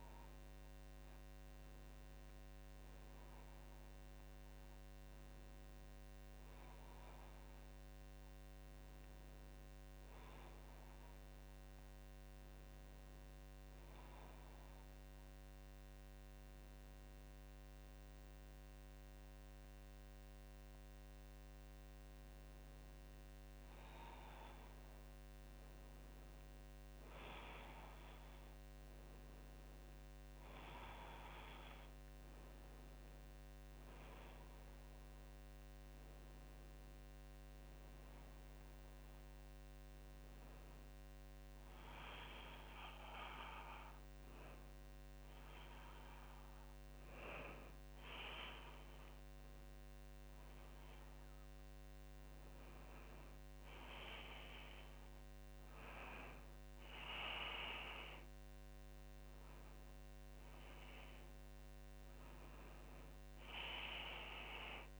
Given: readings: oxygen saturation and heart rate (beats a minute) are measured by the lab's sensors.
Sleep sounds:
breathing in sleep by a microphone on the trachea; none
43.50-64.99 s: new sleep stage, N2 (light sleep)
From the record:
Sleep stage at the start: N1 (lightest sleep); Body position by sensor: on the back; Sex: female

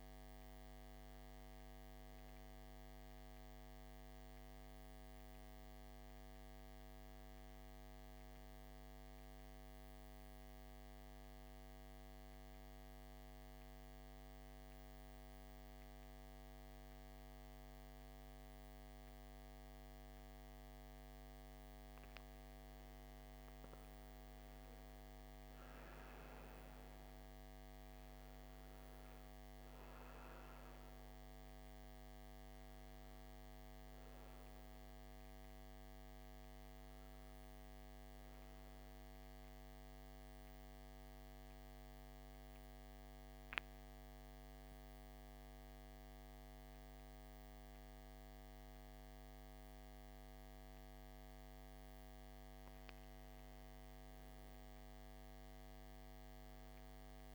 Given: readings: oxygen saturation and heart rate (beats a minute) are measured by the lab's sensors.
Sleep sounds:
breathing in sleep, hard to hear, by a microphone on the trachea; 2
0.00-2.00 s: oxygen desaturation (device-marked, oxygen 88% lowest, heart rate 55 extreme)
3.50-7.50 s: arousal
10.00-21.50 s: central apnea (oxygen 98% before, 90% lowest, heart rate 66 before, 55 extreme, up 9 after)
22.00-26.50 s: arousal
28.00-45.00 s: oxygen desaturation (device-marked, oxygen 98% before, 91% lowest, heart rate 58 before, 58 extreme)
38.00-51.50 s: central apnea (oxygen 98% before, 87% lowest, heart rate 61 before, 58 extreme, up 2 after)
52.00-55.50 s: arousal
From the record:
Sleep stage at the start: N2 (light sleep); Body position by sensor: on the back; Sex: male

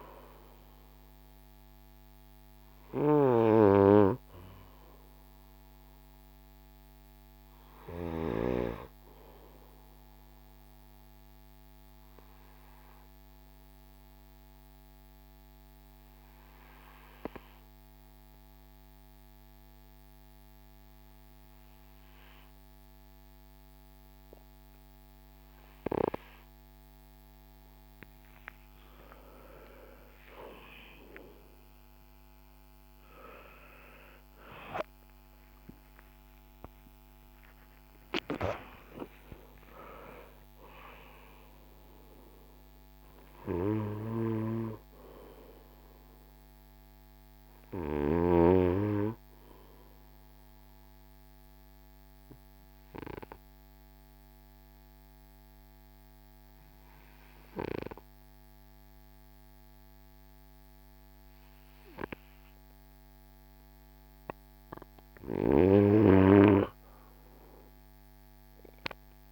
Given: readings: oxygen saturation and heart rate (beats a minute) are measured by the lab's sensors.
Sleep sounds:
breathing in sleep by a microphone on the trachea; 2
8.00-25.00 s: oxygen desaturation (device-marked, oxygen 96% before, 91% lowest, heart rate 58 before, 46 extreme)
8.00-29.00 s: obstructive apnea (oxygen 97% before, 91% lowest, heart rate 58 before, 46 extreme, up 34 after)
30.50-37.50 s: arousal
50.00-63.50 s: obstructive apnea (oxygen 97% before, 91% lowest, heart rate 72 before, 45 extreme, up 12 after)
67.00-69.32 s: arousal
From the record:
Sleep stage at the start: N2 (light sleep); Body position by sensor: on the front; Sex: male

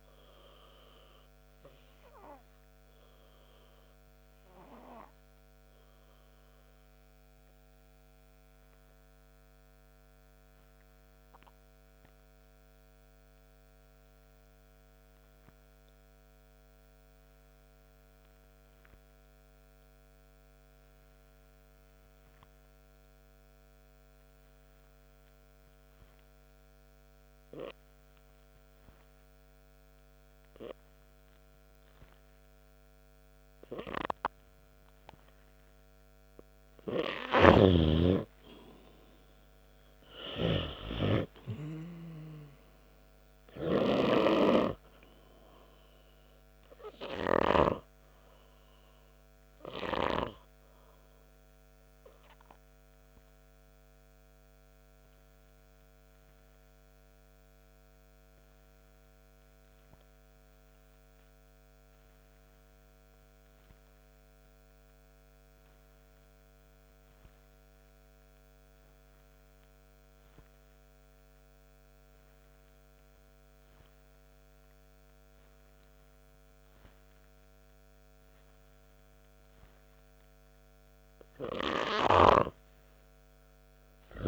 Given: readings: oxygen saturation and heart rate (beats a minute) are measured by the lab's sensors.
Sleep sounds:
breathing in sleep by a microphone on the trachea; 2
1.50-34.50 s: obstructive apnea (oxygen 97% before, 90% lowest, heart rate 67 before, 54 extreme, up 5 after)
14.00-24.00 s: oxygen desaturation (device-marked, oxygen 97% before, 93% lowest, heart rate 72 before, 54 extreme)
36.50-41.00 s: arousal
51.00-79.00 s: oxygen desaturation (device-marked, oxygen 98% before, 90% lowest, heart rate 63 before, 57 extreme)
53.50-80.00 s: obstructive apnea (oxygen 100% before, 88% lowest, heart rate 64 before, 57 extreme)
From the record:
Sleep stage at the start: N2 (light sleep); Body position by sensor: on the back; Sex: male

